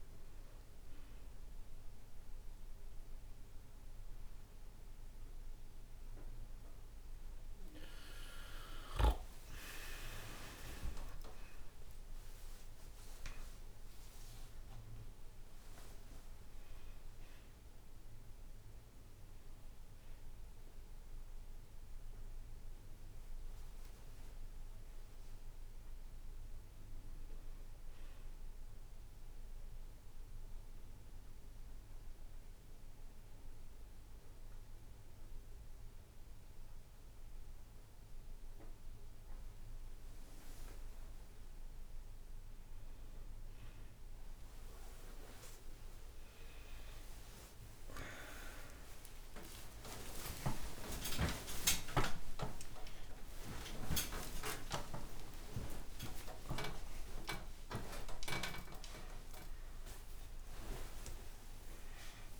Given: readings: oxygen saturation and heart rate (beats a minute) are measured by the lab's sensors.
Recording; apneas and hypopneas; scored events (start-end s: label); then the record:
a person awake in a sleep study, by a room microphone; none
none scored
From the record:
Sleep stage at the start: awake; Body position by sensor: on the back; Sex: male